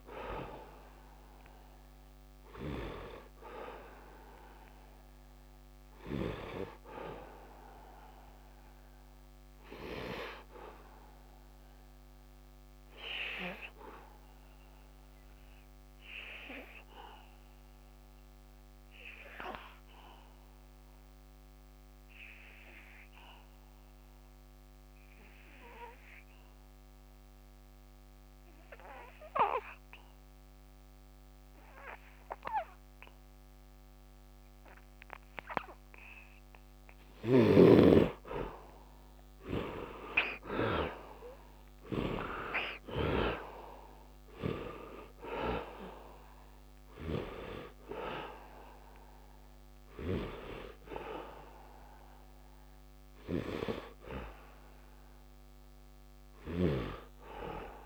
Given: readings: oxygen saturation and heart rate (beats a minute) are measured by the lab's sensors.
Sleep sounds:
breathing in sleep by a microphone on the trachea; 1
0.00-17.00 s: oxygen desaturation (device-marked, oxygen 67% lowest, heart rate 73 extreme)
11.00-36.50 s: obstructive apnea (oxygen 84% before, 67% lowest, heart rate 91 before, 73 extreme, up 41 after)
29.00-57.86 s: oxygen desaturation (device-marked, oxygen 100% before, 71% lowest, heart rate 77 before, 73 extreme)
36.50-47.00 s: snoring (device-marked)
38.50-44.00 s: arousal
From the record:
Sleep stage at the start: N2 (light sleep); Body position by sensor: on the back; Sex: male

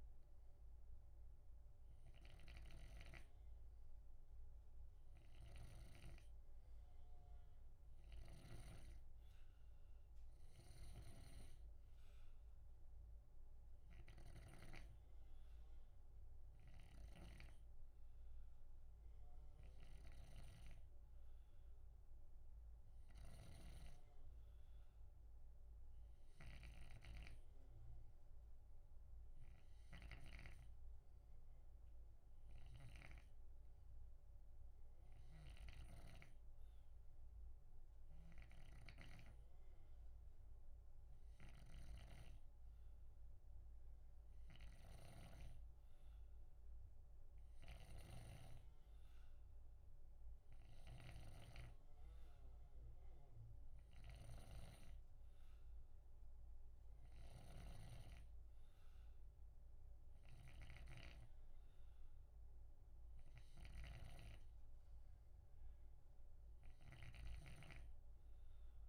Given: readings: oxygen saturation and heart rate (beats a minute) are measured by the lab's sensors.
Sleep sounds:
breathing in sleep by a room microphone; none
0.00-8.50 s: snoring (device-marked)
10.50-14.50 s: snoring (device-marked)
16.50-30.50 s: snoring (device-marked)
35.00-68.89 s: snoring (device-marked)
From the record:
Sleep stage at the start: N2 (light sleep); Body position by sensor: on the left side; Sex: male

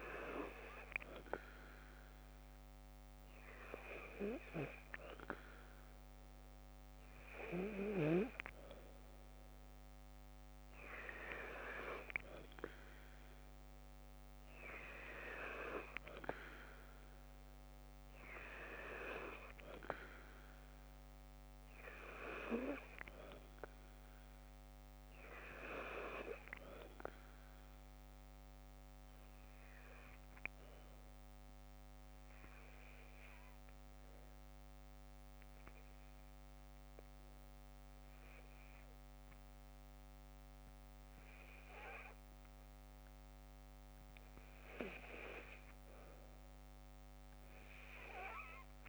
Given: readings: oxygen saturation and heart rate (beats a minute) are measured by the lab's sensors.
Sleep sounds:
breathing in sleep by a microphone on the trachea; 1
31.00-43.50 s: obstructive apnea (oxygen 96% before, 89% lowest, heart rate 55 before, 54 extreme, up 0 after)
From the record:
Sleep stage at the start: N2 (light sleep); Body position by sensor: on the left side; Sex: female

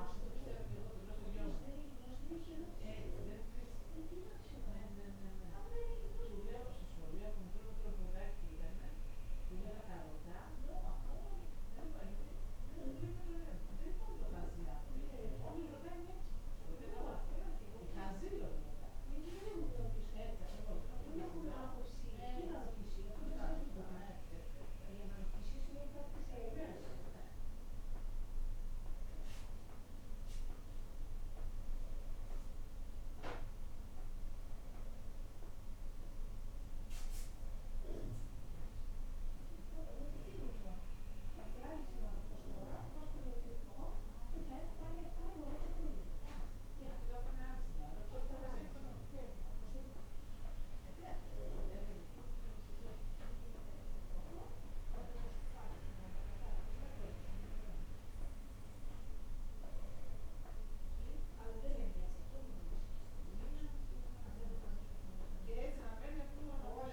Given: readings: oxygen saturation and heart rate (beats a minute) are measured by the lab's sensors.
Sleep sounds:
breathing in sleep by a room microphone; none
none scored
From the record:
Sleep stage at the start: N1 (lightest sleep); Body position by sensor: on the right side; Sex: female

